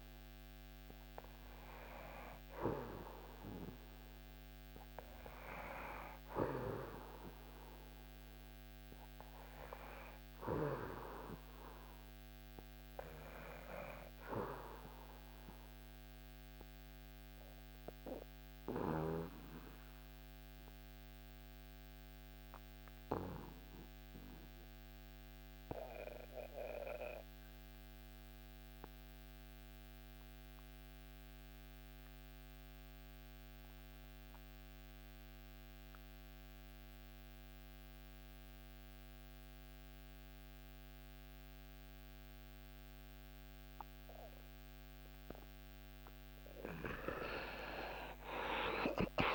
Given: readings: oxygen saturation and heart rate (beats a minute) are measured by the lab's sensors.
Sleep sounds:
breathing in sleep by a microphone on the trachea; 1
5.00-8.50 s: arousal
7.00-22.00 s: oxygen desaturation (device-marked, oxygen 97% before, 93% lowest, heart rate 80 before, 56 extreme)
14.50-44.50 s: obstructive apnea (oxygen 99% before, 75% lowest, heart rate 78 before, 55 extreme)
28.00-49.35 s: oxygen desaturation (device-marked, oxygen 94% before, 75% lowest, heart rate 73 before, 55 extreme)
47.50-49.35 s: arousal
From the record:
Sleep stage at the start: N2 (light sleep); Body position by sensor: on the back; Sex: male

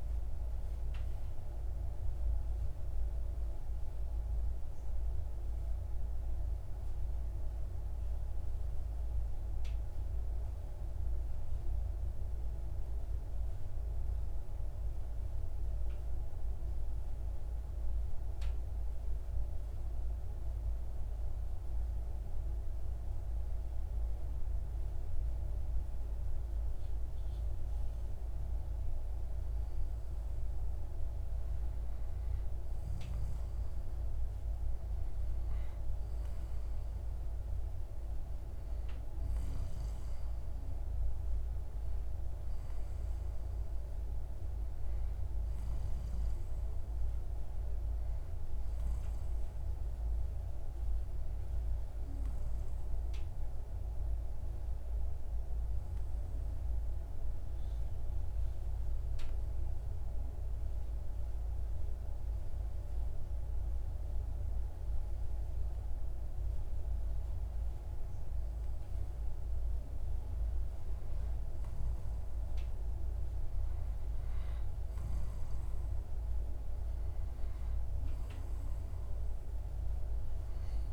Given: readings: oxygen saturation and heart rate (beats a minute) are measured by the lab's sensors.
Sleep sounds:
breathing in sleep, hard to hear, by a room microphone; 2
12.50-30.50 s: obstructive apnea (oxygen 96% before, 94% lowest)
33.00-37.50 s: arousal
53.00-69.00 s: obstructive apnea (oxygen 97% before, 93% lowest)
73.00-77.50 s: arousal
From the record:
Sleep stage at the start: N2 (light sleep); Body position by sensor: on the back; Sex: male

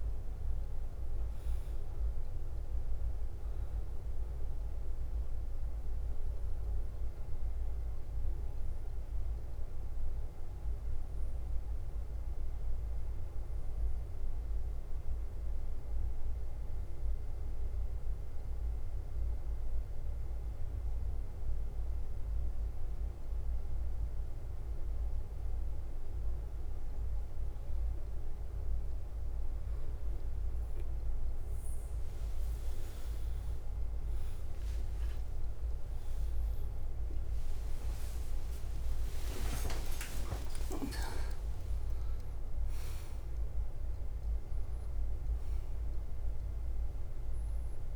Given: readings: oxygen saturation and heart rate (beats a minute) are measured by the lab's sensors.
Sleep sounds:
breathing in sleep, hard to hear, by a room microphone; 1
0.00-35.50 s: bradycardia (device-marked, heart rate 46 extreme)
5.50-26.50 s: obstructive apnea (oxygen 99% before, 92% lowest, heart rate 52 before, 49 extreme, up 2 after)
34.50-36.50 s: long interval between heartbeats (device-marked, heart rate 50 before, 52 extreme)
37.50-47.96 s: new sleep stage, awake
39.00-41.00 s: long interval between heartbeats (device-marked, heart rate 50 before, 66 extreme)
43.50-46.50 s: bradycardia (device-marked, heart rate 51 before, 60 extreme)
From the record:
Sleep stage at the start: N2 (light sleep); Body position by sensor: on the back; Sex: male

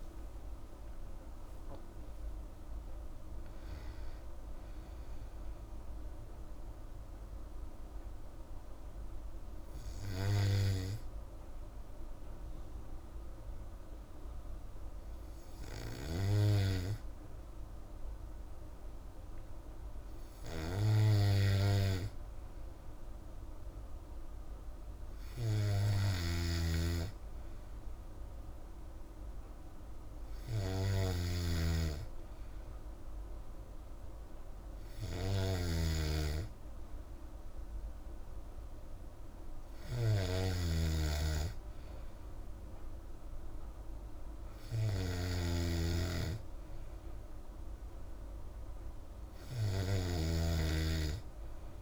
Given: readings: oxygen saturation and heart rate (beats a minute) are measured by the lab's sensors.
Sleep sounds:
breathing in sleep by a room microphone; none
0.00-2.50 s: arousal
25.00-51.82 s: new sleep stage, N2 (light sleep)
26.00-51.82 s: snoring (device-marked)
From the record:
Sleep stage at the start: N3 (deep sleep); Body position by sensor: on the back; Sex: female

